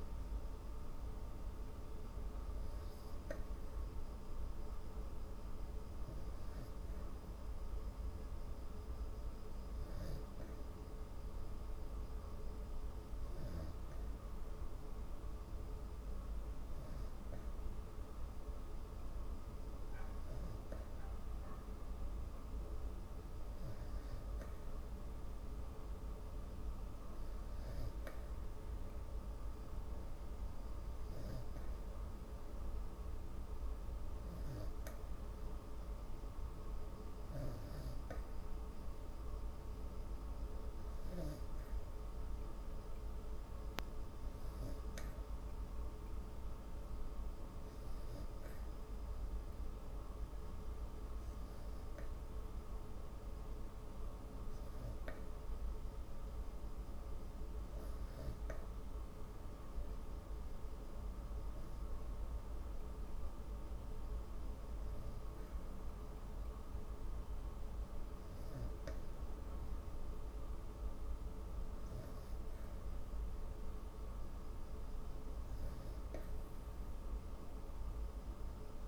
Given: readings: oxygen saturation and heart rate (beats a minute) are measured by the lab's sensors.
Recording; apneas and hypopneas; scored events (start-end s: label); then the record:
breathing in sleep, hard to hear, by a room microphone; none
none scored
From the record:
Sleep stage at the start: N3 (deep sleep); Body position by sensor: on the back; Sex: female